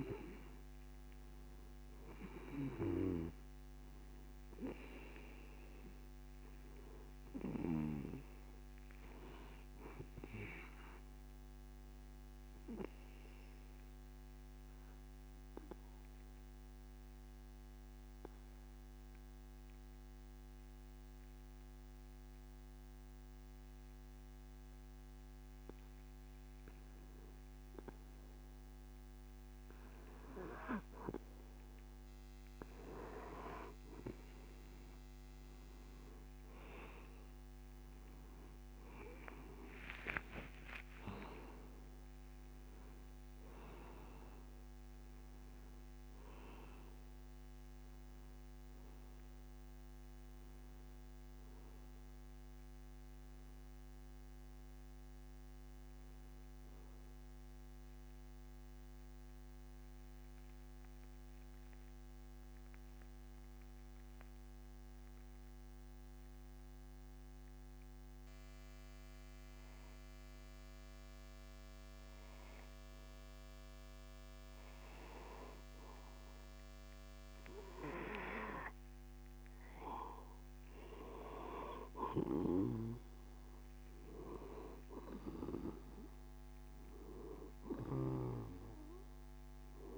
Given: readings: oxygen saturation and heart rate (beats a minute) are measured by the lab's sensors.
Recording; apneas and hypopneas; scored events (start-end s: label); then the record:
breathing in sleep by a microphone on the trachea; 2
0.00-3.00 s: arousal
13.50-29.50 s: obstructive apnea (oxygen 97% before, 92% lowest)
37.00-42.00 s: arousal
37.50-50.50 s: oxygen desaturation (device-marked, oxygen 96% before, 92% lowest)
58.50-74.50 s: mixed apnea (oxygen 96% before, 92% lowest)
78.50-82.50 s: arousal
83.50-89.98 s: oxygen desaturation (device-marked, oxygen 97% before, 92% lowest)
From the record:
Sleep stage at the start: N2 (light sleep); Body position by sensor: on the back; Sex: male